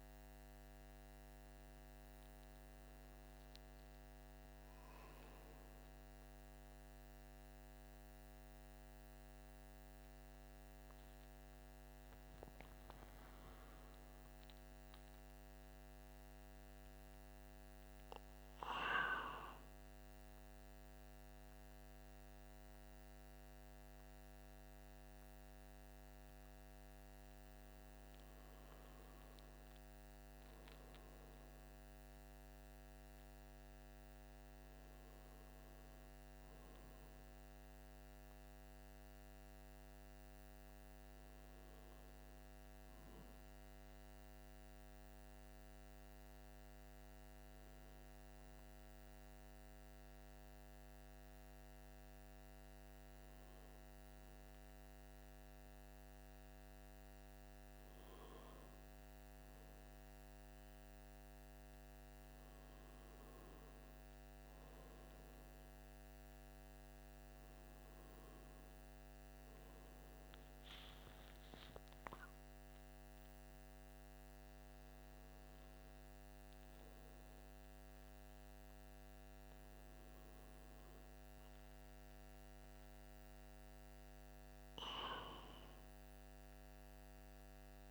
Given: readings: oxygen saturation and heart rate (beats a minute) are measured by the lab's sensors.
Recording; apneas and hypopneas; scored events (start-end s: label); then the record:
a person partly awake in a sleep study, hard to hear, by a microphone on the trachea; none
3.00-87.91 s: new sleep stage, N1 (lightest sleep)
From the record:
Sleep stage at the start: awake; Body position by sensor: on the right side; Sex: male